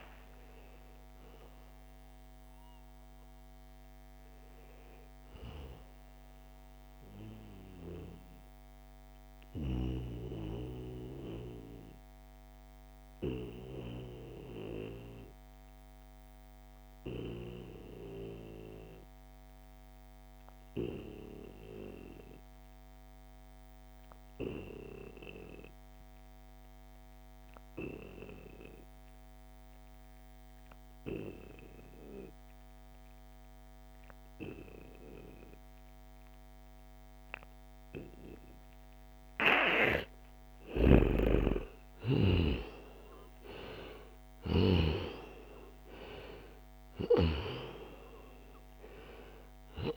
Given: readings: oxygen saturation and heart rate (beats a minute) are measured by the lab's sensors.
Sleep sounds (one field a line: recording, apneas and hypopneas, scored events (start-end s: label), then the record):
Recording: breathing in sleep by a microphone on the trachea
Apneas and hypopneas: 1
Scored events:
0.00-5.50 s: oxygen desaturation (device-marked, oxygen 87% lowest, heart rate 63 extreme)
7.00-39.00 s: obstructive apnea (oxygen 95% before, 85% lowest, heart rate 79 before, 58 extreme, up 18 after)
28.50-49.97 s: oxygen desaturation (device-marked, oxygen 96% before, 85% lowest, heart rate 69 before, 58 extreme)
32.50-36.50 s: bradycardia (device-marked, heart rate 76 before, 59 extreme)
39.50-44.00 s: snoring (device-marked)
40.00-45.00 s: arousal
From the record:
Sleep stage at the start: N2 (light sleep)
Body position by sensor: on the back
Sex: male